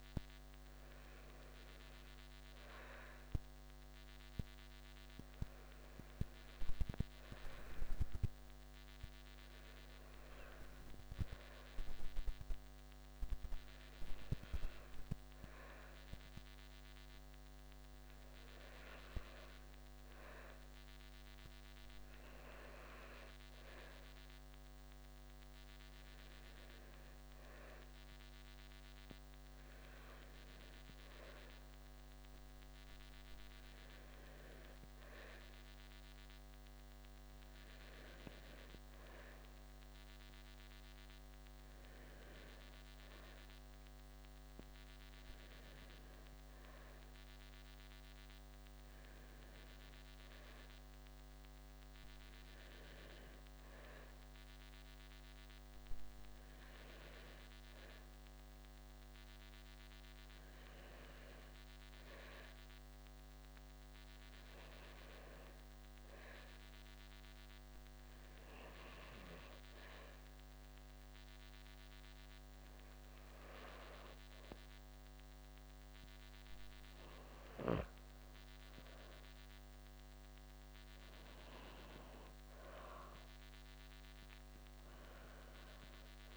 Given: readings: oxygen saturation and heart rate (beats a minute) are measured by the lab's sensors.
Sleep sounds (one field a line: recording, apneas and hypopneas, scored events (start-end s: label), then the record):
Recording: breathing in sleep by a microphone on the trachea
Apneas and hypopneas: 1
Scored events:
62.00-76.00 s: hypopnea (oxygen 96% before, 91% lowest, heart rate 80 before, 57 extreme)
62.50-86.37 s: new sleep stage, N2 (light sleep)
78.50-81.50 s: arousal
81.50-86.37 s: oxygen desaturation (device-marked, oxygen 95% before, 91% lowest, heart rate 83 before, 67 extreme)
From the record:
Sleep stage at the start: N1 (lightest sleep)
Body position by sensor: on the back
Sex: female